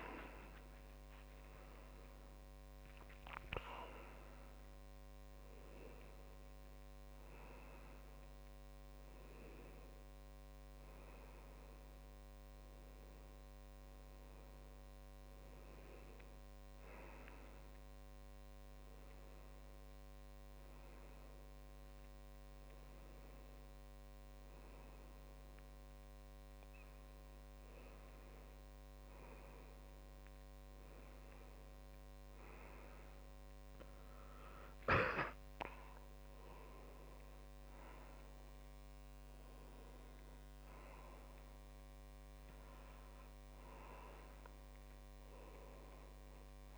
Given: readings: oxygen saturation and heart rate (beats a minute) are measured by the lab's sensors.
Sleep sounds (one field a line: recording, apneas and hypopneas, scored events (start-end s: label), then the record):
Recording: a person awake in a sleep study, hard to hear, by a microphone on the trachea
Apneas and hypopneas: none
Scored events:
none scored
From the record:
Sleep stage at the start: awake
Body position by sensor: on the left side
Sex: male